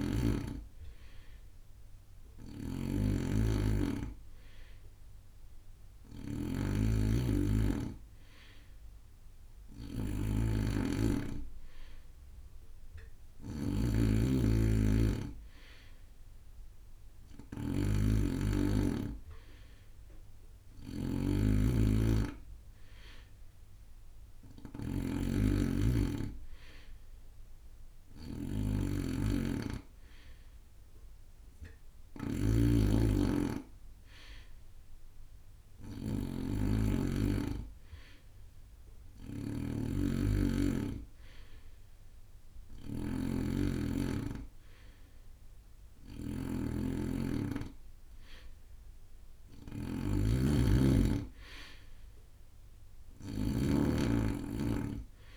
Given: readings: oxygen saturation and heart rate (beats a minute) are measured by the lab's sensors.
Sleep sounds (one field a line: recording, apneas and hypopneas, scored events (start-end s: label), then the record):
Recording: breathing in sleep by a room microphone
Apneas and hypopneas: none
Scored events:
0.00-55.37 s: snoring (device-marked)
From the record:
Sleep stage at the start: N2 (light sleep)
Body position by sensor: on the right side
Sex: male